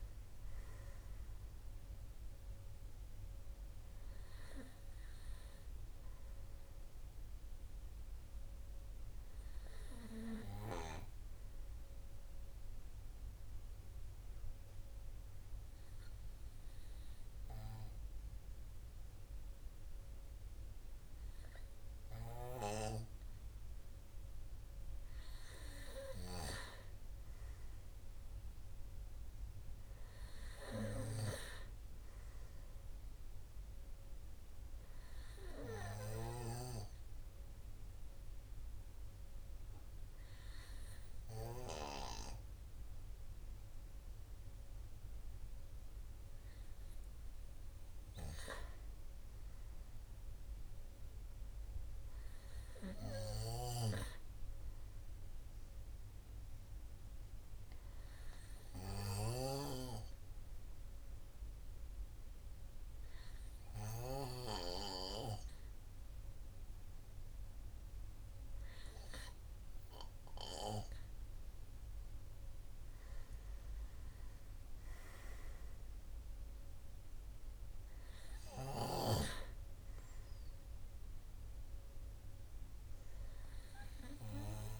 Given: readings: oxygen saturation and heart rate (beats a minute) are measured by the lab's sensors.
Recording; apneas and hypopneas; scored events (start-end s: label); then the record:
breathing in sleep by a room microphone; 2
9.00-23.00 s: obstructive apnea (oxygen 94% before, 93% lowest, heart rate 55 before, 52 extreme, up 4 after)
24.00-27.00 s: arousal
35.50-47.00 s: obstructive apnea (oxygen 96% before, 93% lowest, heart rate 55 before, 51 extreme, up 7 after)
50.50-54.50 s: arousal
77.50-81.00 s: arousal
From the record:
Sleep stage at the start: N2 (light sleep); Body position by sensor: on the right side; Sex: male